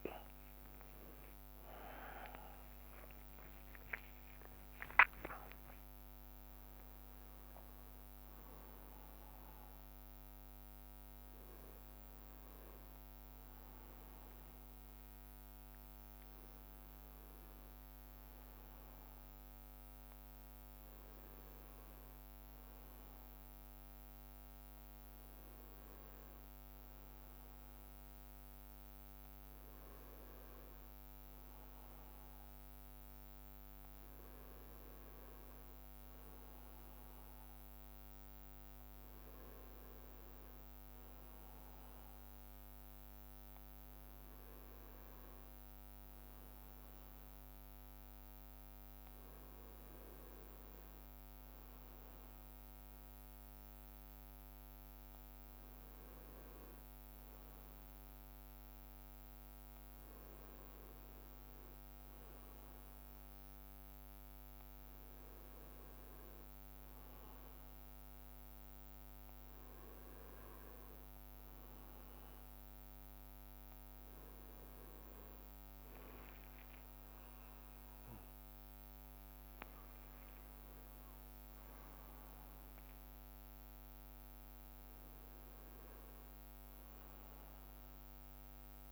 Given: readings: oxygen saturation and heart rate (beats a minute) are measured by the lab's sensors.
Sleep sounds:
breathing in sleep, hard to hear, by a microphone on the trachea; none
0.00-1.00 s: long interval between heartbeats (device-marked, heart rate 116 extreme)
0.00-7.00 s: tachycardia (device-marked, heart rate 155 extreme)
1.00-5.00 s: arousal
2.50-4.50 s: long interval between heartbeats (device-marked, heart rate 76 before, 147 extreme)
3.00-15.00 s: drop in pulse transit time (device-marked, heart rate 80 before, 67 extreme)
4.50-6.50 s: long interval between heartbeats (device-marked, heart rate 85 before, 135 extreme)
45.00-65.00 s: bradycardia (device-marked, heart rate 66 before, 59 extreme)
From the record:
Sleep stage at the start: N1 (lightest sleep); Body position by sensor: on the right side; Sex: male

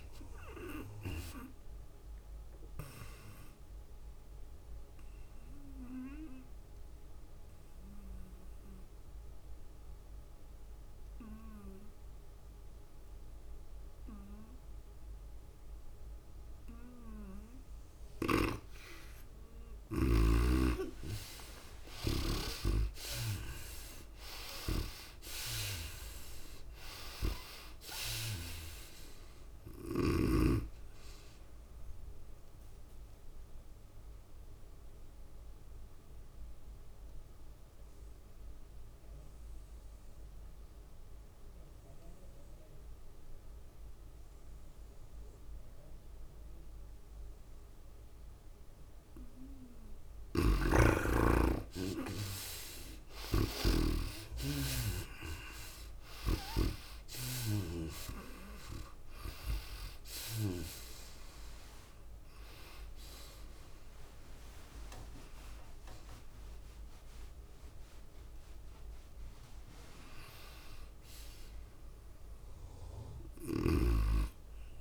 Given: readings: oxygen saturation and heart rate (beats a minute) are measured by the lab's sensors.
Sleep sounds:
breathing in sleep by a room microphone; 2
0.00-1.00 s: long interval between heartbeats (device-marked, heart rate 94 extreme)
0.00-18.00 s: oxygen desaturation (device-marked, oxygen 85% lowest, heart rate 94 extreme)
1.00-13.00 s: drop in pulse transit time (device-marked, heart rate 103 before, 94 extreme)
3.00-13.00 s: tachycardia (device-marked, heart rate 97 before, 105 extreme)
5.00-18.50 s: obstructive apnea (oxygen 96% before, 83% lowest, heart rate 101 before, 99 extreme, up 3 after)
19.00-23.50 s: snoring (device-marked)
20.00-42.00 s: oxygen desaturation (device-marked, oxygen 97% before, 84% lowest, heart rate 100 before, 88 extreme)
21.00-23.50 s: arousal
22.00-39.00 s: tachycardia (device-marked, heart rate 97 before, 105 extreme)
30.00-41.00 s: drop in pulse transit time (device-marked, heart rate 101 before, 102 extreme)
34.00-50.00 s: obstructive apnea (oxygen 97% before, 83% lowest, heart rate 102 before, 88 extreme, up 14 after)
42.50-44.50 s: long interval between heartbeats (device-marked, heart rate 103 before, 90 extreme)
51.00-57.50 s: snoring (device-marked)
51.00-71.00 s: oxygen desaturation (device-marked, oxygen 98% before, 83% lowest, heart rate 98 before, 96 extreme)
51.50-54.50 s: arousal
54.00-74.81 s: tachycardia (device-marked, heart rate 98 before, 105 extreme)
55.00-69.00 s: drop in pulse transit time (device-marked, heart rate 97 before, 100 extreme)
72.50-74.81 s: arousal
From the record:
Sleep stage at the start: N2 (light sleep); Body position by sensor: on the right side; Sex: female

